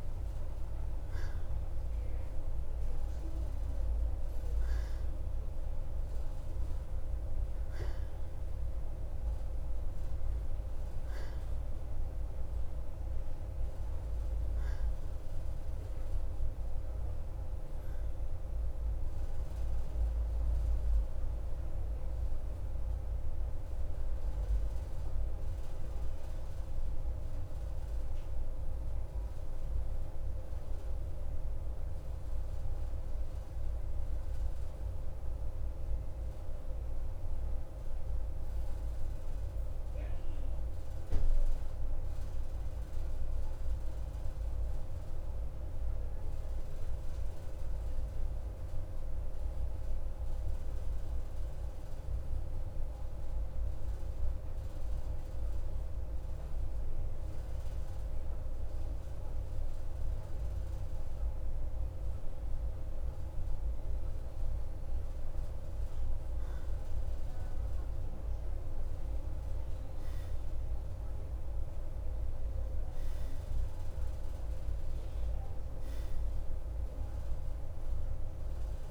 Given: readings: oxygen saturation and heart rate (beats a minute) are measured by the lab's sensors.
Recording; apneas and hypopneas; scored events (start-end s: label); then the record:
breathing in sleep, hard to hear, by a room microphone; 1
31.50-52.50 s: central apnea (oxygen 93% before, 90% lowest, heart rate 54 before, 53 extreme, up 1 after)
55.00-58.50 s: arousal
From the record:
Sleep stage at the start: N2 (light sleep); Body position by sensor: on the right side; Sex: male